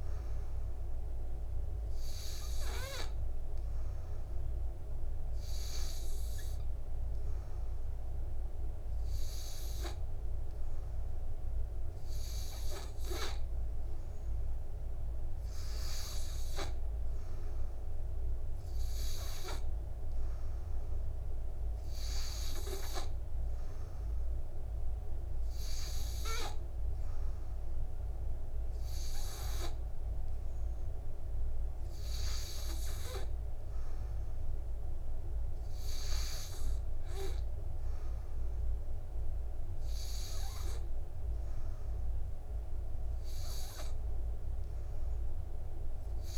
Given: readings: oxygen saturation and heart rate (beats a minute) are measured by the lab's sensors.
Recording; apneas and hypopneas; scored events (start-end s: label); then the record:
breathing in sleep by a room microphone; none
none scored
From the record:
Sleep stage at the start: N2 (light sleep); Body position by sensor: on the back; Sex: male